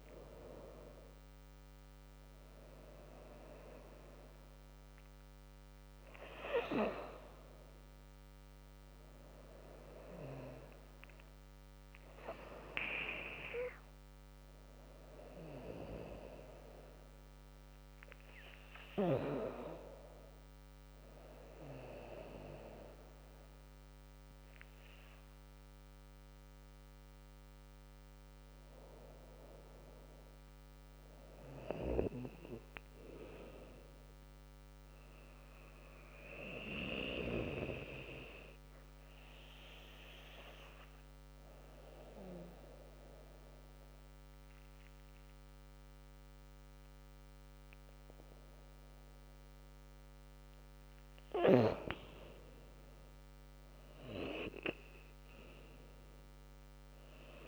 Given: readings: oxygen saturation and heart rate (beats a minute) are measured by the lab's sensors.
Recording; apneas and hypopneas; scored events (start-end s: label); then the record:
breathing in sleep by a microphone on the trachea; 1
0.00-1.50 s: oxygen desaturation (device-marked, oxygen 80% lowest, heart rate 73 extreme)
31.00-37.00 s: snoring (device-marked)
36.00-48.50 s: obstructive apnea (oxygen 100% before, 94% lowest, heart rate 76 before, 78 extreme, up 13 after)
41.50-57.47 s: new sleep stage, N2 (light sleep)
52.00-56.00 s: arousal
52.50-57.47 s: drop in pulse transit time (device-marked, heart rate 81 before, 88 extreme)
From the record:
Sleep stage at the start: N1 (lightest sleep); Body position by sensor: on the back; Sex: female